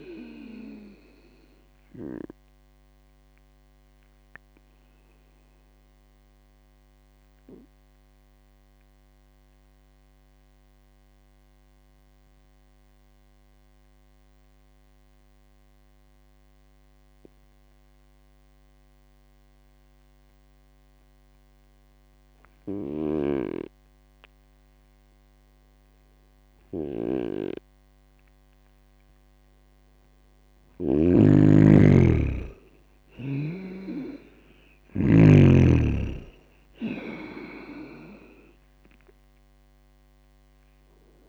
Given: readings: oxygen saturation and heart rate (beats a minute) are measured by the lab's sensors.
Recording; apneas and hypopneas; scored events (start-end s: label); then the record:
breathing in sleep by a microphone on the trachea; 1
4.00-27.50 s: obstructive apnea (oxygen 99% before, 95% lowest, heart rate 63 before, 57 extreme, up 6 after)
23.00-31.00 s: snoring (device-marked)
30.00-34.50 s: arousal
From the record:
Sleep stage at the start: N2 (light sleep); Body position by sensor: on the right side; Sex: male